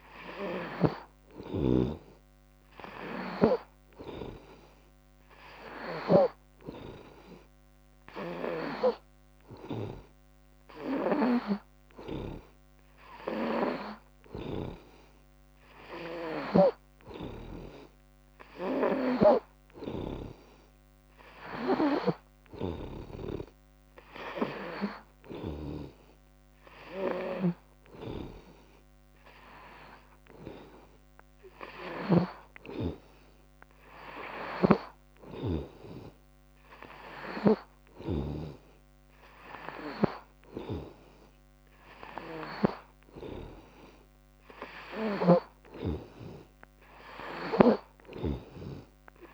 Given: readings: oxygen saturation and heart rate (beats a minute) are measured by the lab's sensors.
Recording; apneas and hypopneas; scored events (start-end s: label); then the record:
breathing in sleep by a microphone on the trachea; none
0.00-1.00 s: snoring (device-marked)
34.50-38.50 s: snoring (device-marked)
47.50-49.34 s: snoring (device-marked)
From the record:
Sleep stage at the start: N2 (light sleep); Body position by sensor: on the right side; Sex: female